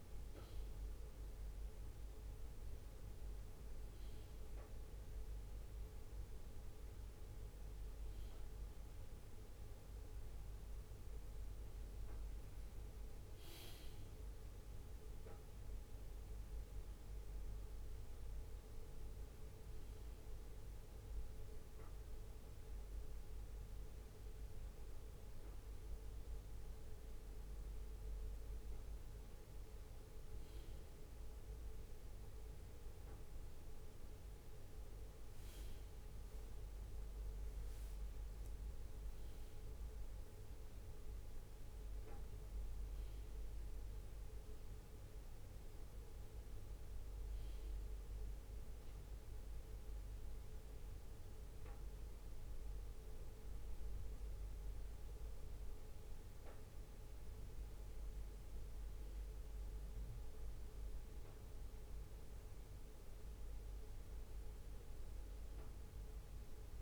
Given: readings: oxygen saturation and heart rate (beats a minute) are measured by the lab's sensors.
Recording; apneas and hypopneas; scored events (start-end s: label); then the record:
a person awake in a sleep study, hard to hear, by a room microphone; none
0.00-2.50 s: bradycardia (device-marked)
0.00-4.00 s: leg movement (device-marked)
8.50-9.50 s: leg movement (device-marked)
9.50-14.50 s: leg movement (device-marked)
19.00-21.50 s: leg movement (device-marked)
27.50-30.00 s: leg movement (device-marked)
40.50-44.00 s: leg movement (device-marked)
From the record:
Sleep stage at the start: awake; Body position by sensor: on the left side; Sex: male